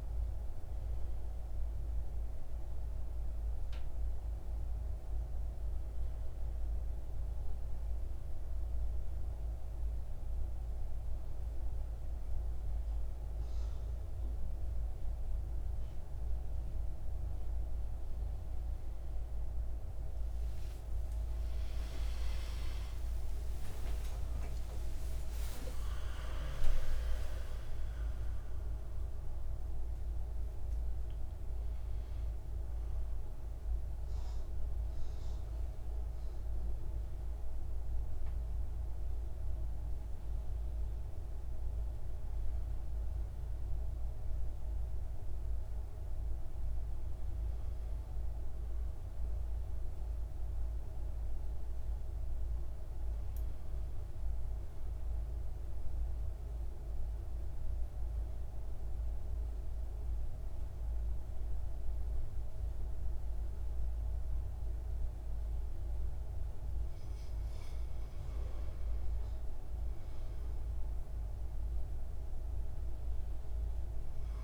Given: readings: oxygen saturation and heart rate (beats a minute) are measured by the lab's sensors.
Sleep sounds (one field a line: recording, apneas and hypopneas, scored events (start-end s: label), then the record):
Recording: breathing in sleep, hard to hear, by a room microphone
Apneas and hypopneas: 1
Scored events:
0.00-17.50 s: oxygen desaturation (device-marked, oxygen 92% lowest, heart rate 62 extreme)
21.00-26.50 s: arousal
54.00-67.50 s: central apnea (oxygen 99% before, 93% lowest, heart rate 67 before, 53 extreme, up 3 after)
55.50-74.43 s: new sleep stage, N2 (light sleep)
69.50-73.00 s: arousal
From the record:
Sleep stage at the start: N1 (lightest sleep)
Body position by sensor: on the right side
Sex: male